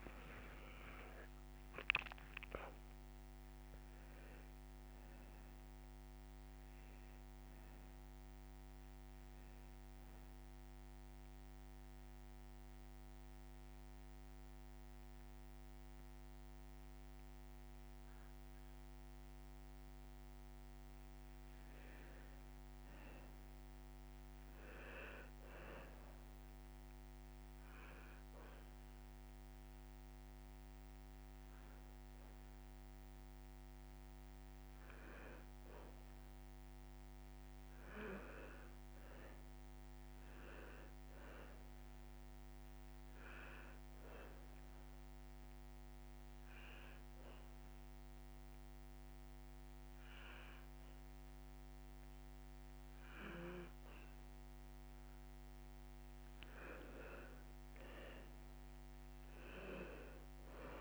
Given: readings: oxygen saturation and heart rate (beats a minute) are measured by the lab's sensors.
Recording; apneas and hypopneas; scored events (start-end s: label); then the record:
breathing in sleep by a microphone on the trachea; 3
0.00-3.00 s: arousal
0.00-15.00 s: oxygen desaturation (device-marked, oxygen 90% lowest)
11.50-21.50 s: obstructive apnea (oxygen 97% before, 91% lowest)
22.50-25.00 s: arousal
26.00-36.00 s: oxygen desaturation (device-marked, oxygen 97% before, 91% lowest)
26.50-36.50 s: obstructive apnea (oxygen 97% before, 90% lowest)
38.00-40.50 s: arousal
41.00-55.00 s: oxygen desaturation (device-marked, oxygen 96% before, 92% lowest, heart rate 67 before, 38 extreme)
45.00-55.50 s: obstructive apnea (oxygen 97% before, 90% lowest, heart rate 56 before, 64 extreme, up 49 after)
57.50-60.50 s: arousal
From the record:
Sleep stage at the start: N2 (light sleep); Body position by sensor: on the back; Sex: male